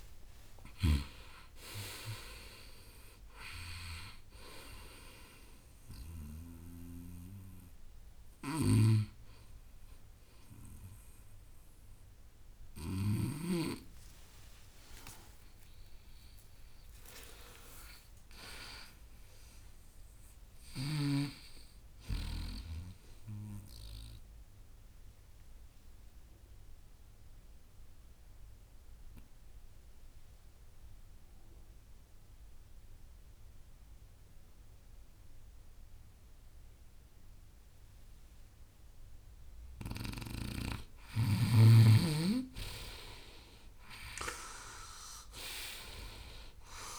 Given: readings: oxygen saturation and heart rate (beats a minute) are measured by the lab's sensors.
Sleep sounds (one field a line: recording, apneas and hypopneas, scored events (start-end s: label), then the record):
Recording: breathing in sleep by a room microphone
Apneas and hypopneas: 1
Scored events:
0.00-1.00 s: tachycardia (device-marked, heart rate 107 extreme)
0.00-24.00 s: oxygen desaturation (device-marked, oxygen 84% lowest, heart rate 56 extreme)
16.00-20.50 s: arousal
23.50-41.00 s: obstructive apnea (oxygen 90% before, 90% lowest, heart rate 80 before, 56 extreme, up 20 after)
42.50-46.50 s: arousal
From the record:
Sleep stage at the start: N2 (light sleep)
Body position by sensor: on the right side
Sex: male